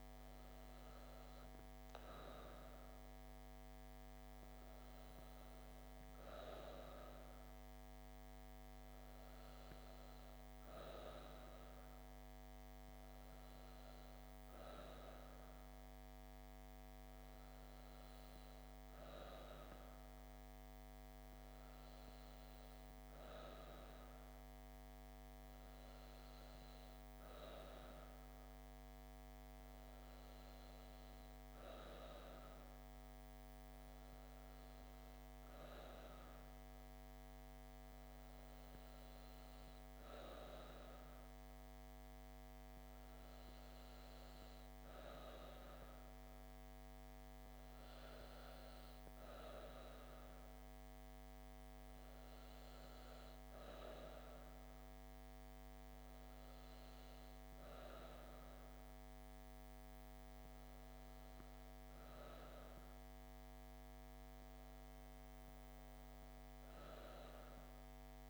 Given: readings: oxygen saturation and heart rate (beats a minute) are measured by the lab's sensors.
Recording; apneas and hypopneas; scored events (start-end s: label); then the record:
breathing in sleep, hard to hear, by a microphone on the trachea; none
none scored
From the record:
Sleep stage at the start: N2 (light sleep); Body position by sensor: on the back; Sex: female